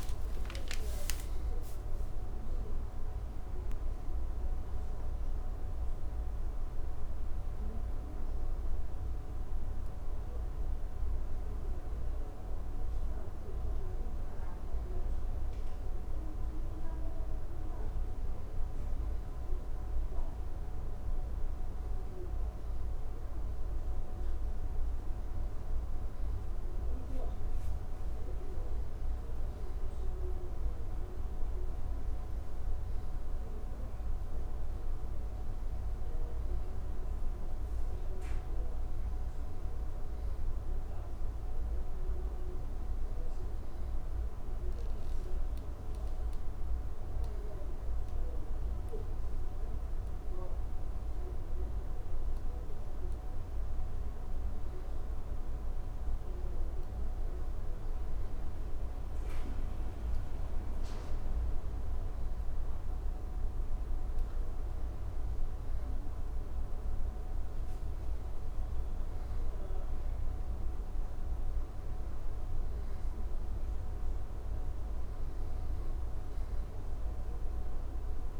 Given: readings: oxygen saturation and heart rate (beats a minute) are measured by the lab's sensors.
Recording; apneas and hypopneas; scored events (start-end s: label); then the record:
a person awake in a sleep study, hard to hear, by a room microphone; none
13.00-43.00 s: new sleep stage, N2 (light sleep)
43.00-78.40 s: new sleep stage, awake
From the record:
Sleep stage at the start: awake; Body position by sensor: on the back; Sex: male